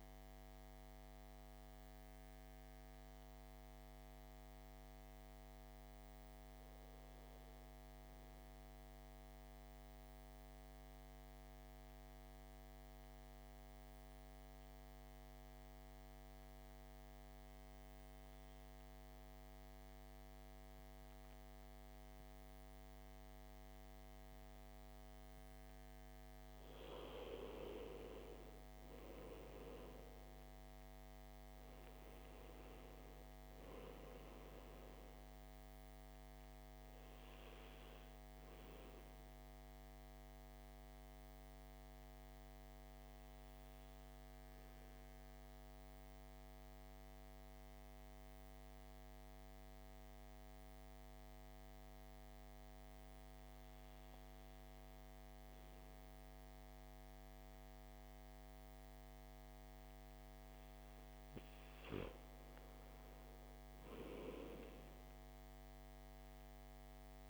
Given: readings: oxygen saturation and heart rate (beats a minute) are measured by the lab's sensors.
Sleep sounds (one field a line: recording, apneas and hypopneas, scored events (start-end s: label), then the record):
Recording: breathing in sleep by a microphone on the trachea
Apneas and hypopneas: 2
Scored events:
0.00-12.50 s: oxygen desaturation (device-marked, oxygen 86% lowest, heart rate 51 extreme)
0.50-27.00 s: mixed apnea (oxygen 100% before, 86% lowest, heart rate 62 before, 52 extreme, up 8 after)
29.00-32.50 s: arousal
30.50-57.50 s: oxygen desaturation (device-marked, oxygen 98% before, 89% lowest, heart rate 54 before, 52 extreme)
37.50-59.50 s: obstructive apnea (oxygen 100% before, 89% lowest, heart rate 57 before, 52 extreme, up 3 after)
61.00-64.50 s: arousal
From the record:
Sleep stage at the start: N2 (light sleep)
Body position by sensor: on the back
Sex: male